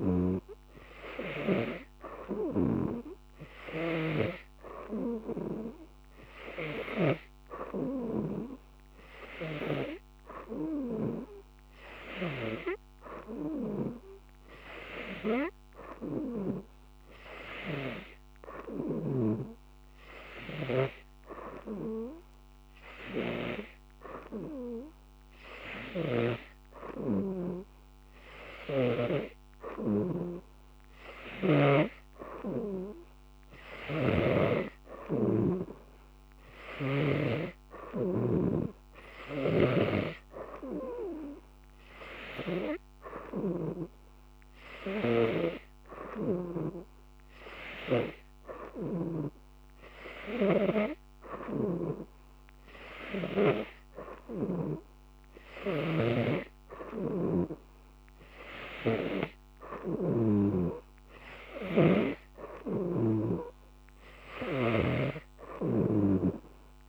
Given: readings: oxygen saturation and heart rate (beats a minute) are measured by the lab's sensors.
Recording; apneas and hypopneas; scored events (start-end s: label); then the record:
breathing in sleep by a microphone on the trachea; none
34.00-37.50 s: snoring (device-marked)
55.50-60.50 s: snoring (device-marked)
62.50-66.89 s: snoring (device-marked)
From the record:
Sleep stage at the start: N2 (light sleep); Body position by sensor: on the right side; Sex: female